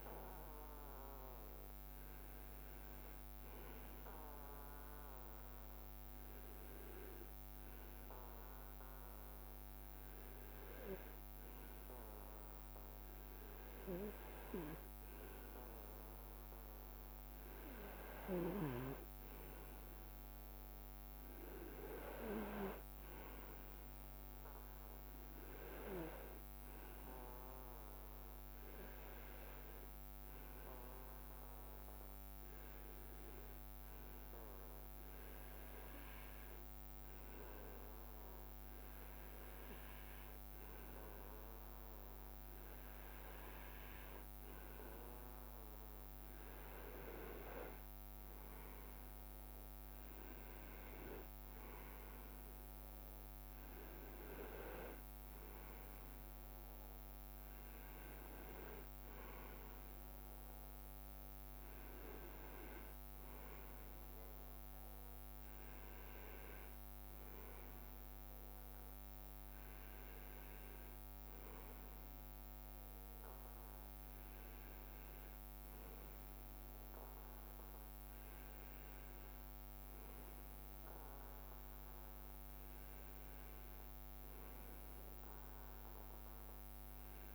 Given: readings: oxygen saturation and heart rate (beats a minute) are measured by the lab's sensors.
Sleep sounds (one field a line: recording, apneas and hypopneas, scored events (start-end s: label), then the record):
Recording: breathing in sleep by a microphone on the trachea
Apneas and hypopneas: 1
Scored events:
31.00-46.00 s: hypopnea (oxygen 99% before, 97% lowest, heart rate 64 before, 63 extreme, up 4 after)
49.00-53.00 s: arousal
From the record:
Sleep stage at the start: REM sleep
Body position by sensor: on the right side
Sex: male